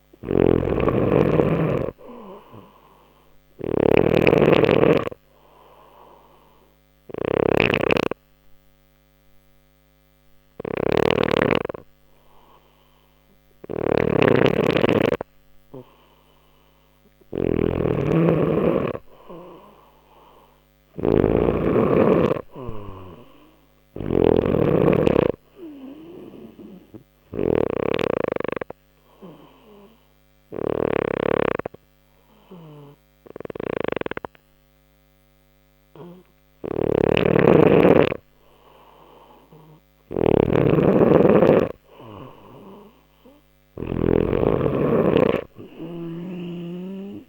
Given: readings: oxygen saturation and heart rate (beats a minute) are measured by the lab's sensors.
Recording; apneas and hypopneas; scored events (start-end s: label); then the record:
breathing in sleep by a microphone on the trachea; 2
0.00-3.50 s: arousal
0.00-30.50 s: snoring (device-marked)
7.00-17.00 s: obstructive apnea (oxygen 94% before, 90% lowest, heart rate 60 before, 60 extreme, up 0 after)
15.50-28.50 s: oxygen desaturation (device-marked, oxygen 94% before, 90% lowest, heart rate 60 before, 59 extreme)
19.00-23.50 s: arousal
27.50-38.50 s: obstructive apnea (oxygen 94% before, 90% lowest, heart rate 60 before, 59 extreme, up 1 after)
36.50-44.00 s: snoring (device-marked)
42.00-46.00 s: arousal
From the record:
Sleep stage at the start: N2 (light sleep); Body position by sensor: on the back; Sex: male